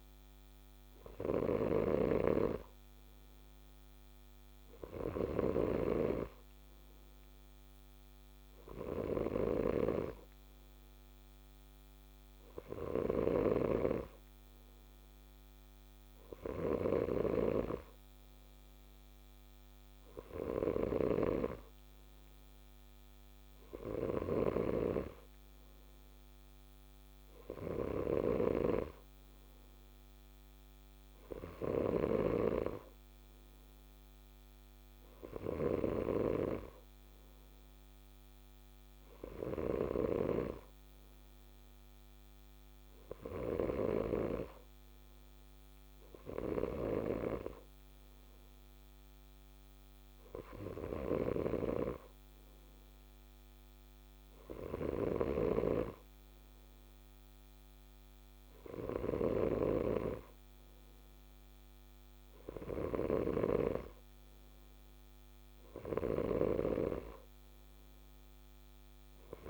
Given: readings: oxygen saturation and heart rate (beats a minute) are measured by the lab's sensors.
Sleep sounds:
breathing in sleep by a microphone on the trachea; none
0.00-69.50 s: snoring (device-marked)
From the record:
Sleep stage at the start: N2 (light sleep); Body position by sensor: on the left side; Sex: male

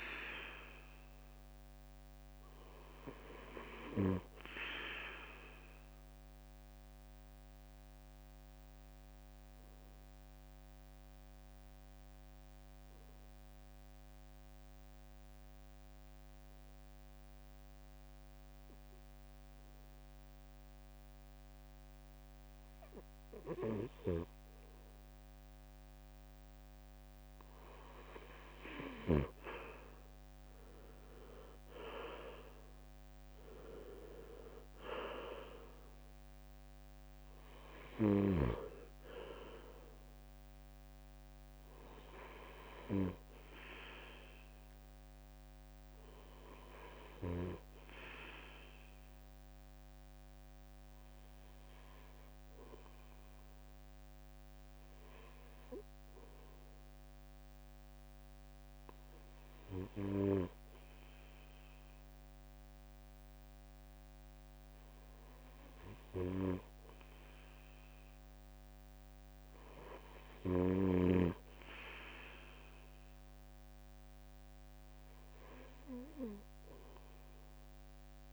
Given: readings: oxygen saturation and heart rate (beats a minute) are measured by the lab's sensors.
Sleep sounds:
breathing in sleep by a microphone on the trachea; 2
5.50-25.00 s: mixed apnea (oxygen 93% before, 86% lowest, heart rate 70 before, 63 extreme, up 13 after)
30.00-33.50 s: arousal
34.00-46.00 s: drop in pulse transit time (device-marked, heart rate 68 before, 71 extreme)
36.00-57.00 s: oxygen desaturation (device-marked, oxygen 95% before, 86% lowest, heart rate 70 before, 68 extreme)
48.50-60.50 s: hypopnea (oxygen 95% before, 86% lowest, heart rate 74 before, 68 extreme, up 1 after)
62.00-65.00 s: arousal
From the record:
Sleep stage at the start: N2 (light sleep); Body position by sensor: on the right side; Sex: male

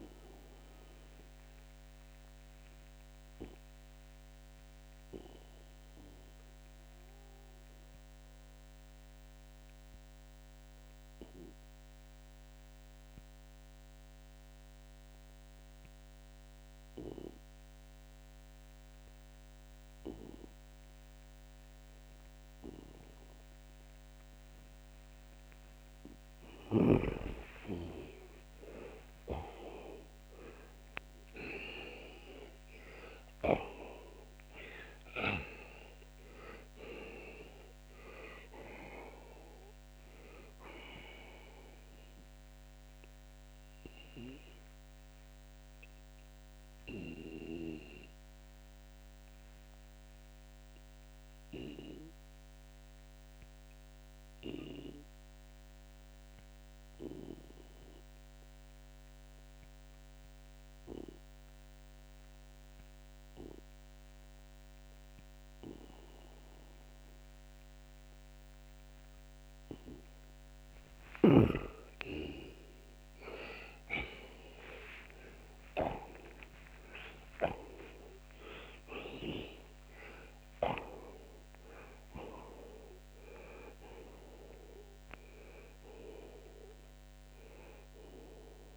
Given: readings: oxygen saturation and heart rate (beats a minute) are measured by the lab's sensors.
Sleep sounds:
breathing in sleep by a microphone on the trachea; 2
2.00-24.50 s: obstructive apnea (oxygen 88% before, 81% lowest, heart rate 50 before, 60 extreme, up 23 after)
13.00-40.00 s: oxygen desaturation (device-marked, oxygen 90% before, 81% lowest, heart rate 66 before, 60 extreme)
27.00-30.50 s: arousal
43.00-69.00 s: mixed apnea (oxygen 90% before, 80% lowest)
57.00-72.00 s: oxygen desaturation (device-marked, oxygen 90% before, 81% lowest)
70.50-80.50 s: snoring (device-marked)
74.00-78.50 s: arousal
From the record:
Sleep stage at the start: N2 (light sleep); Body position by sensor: on the back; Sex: male

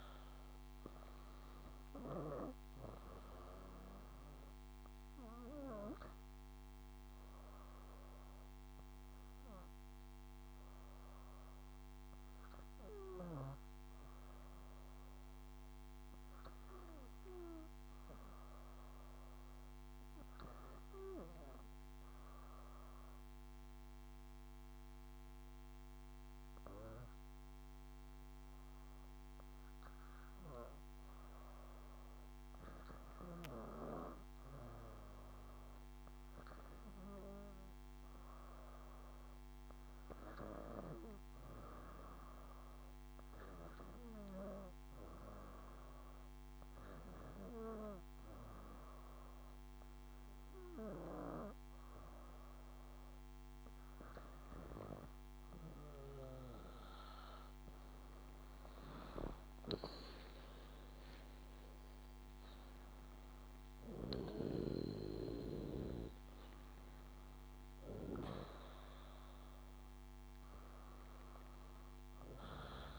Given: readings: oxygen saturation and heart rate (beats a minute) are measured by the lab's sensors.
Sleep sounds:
breathing in sleep by a microphone on the trachea; 1
0.00-3.00 s: drop in pulse transit time (device-marked, heart rate 62 extreme)
0.00-16.00 s: oxygen desaturation (device-marked, oxygen 94% lowest, heart rate 57 extreme)
22.00-34.00 s: obstructive apnea (oxygen 98% before, 93% lowest, heart rate 60 before, 58 extreme, up 5 after)
26.00-35.00 s: drop in pulse transit time (device-marked, heart rate 59 before, 57 extreme)
35.00-38.50 s: arousal
43.00-72.98 s: oxygen desaturation (device-marked, oxygen 97% before, 93% lowest, heart rate 60 before, 55 extreme)
58.00-72.98 s: drop in pulse transit time (device-marked, heart rate 62 before, 68 extreme)
58.50-63.50 s: arousal
59.00-61.50 s: leg movement (device-marked)
59.00-68.50 s: snoring (device-marked)
From the record:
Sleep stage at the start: REM sleep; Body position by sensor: on the back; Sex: female

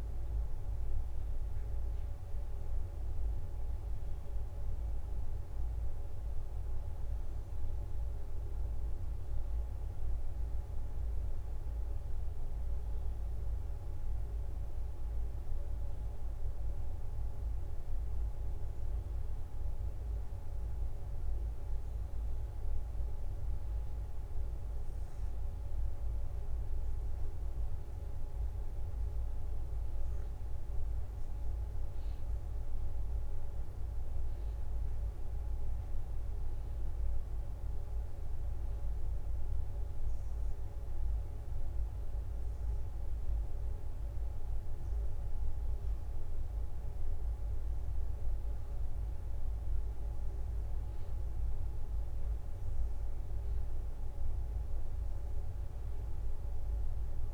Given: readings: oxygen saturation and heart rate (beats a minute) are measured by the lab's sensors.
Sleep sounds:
breathing in sleep, hard to hear, by a room microphone; none
0.00-2.50 s: drop in pulse transit time (device-marked, heart rate 64 extreme)
9.00-17.50 s: leg movement (device-marked)
24.00-30.50 s: leg movement (device-marked)
34.50-42.00 s: leg movement (device-marked)
41.50-51.50 s: drop in pulse transit time (device-marked, heart rate 66 before, 63 extreme)
From the record:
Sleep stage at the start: N2 (light sleep); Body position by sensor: on the back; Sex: female

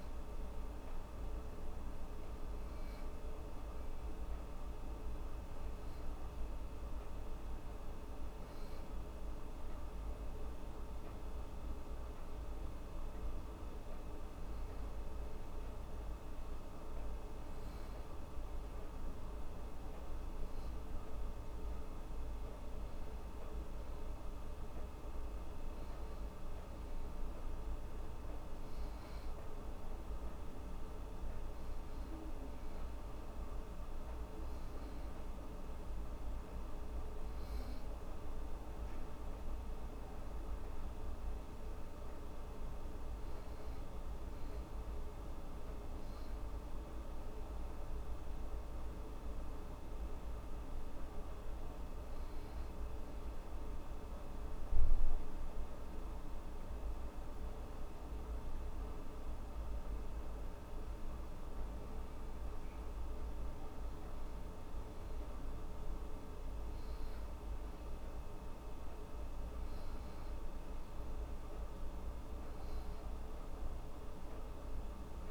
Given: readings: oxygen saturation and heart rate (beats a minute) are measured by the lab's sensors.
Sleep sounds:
breathing in sleep, hard to hear, by a room microphone; none
none scored
From the record:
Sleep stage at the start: N2 (light sleep); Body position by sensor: on the back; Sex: female

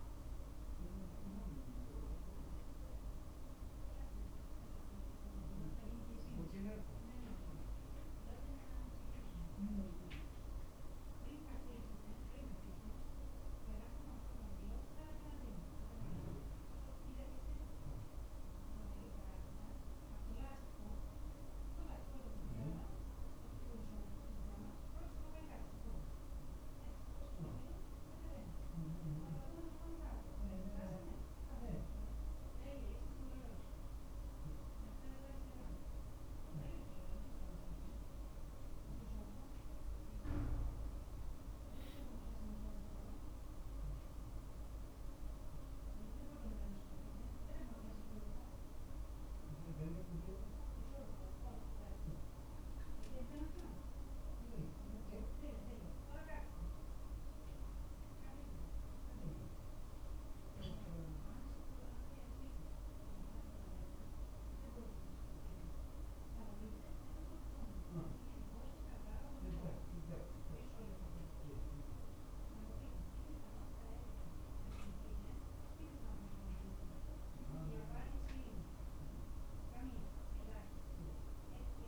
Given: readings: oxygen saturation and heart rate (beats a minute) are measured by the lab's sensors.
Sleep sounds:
a person awake in a sleep study, by a room microphone; none
37.50-41.00 s: arousal
From the record:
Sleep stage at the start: awake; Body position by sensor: on the back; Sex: male

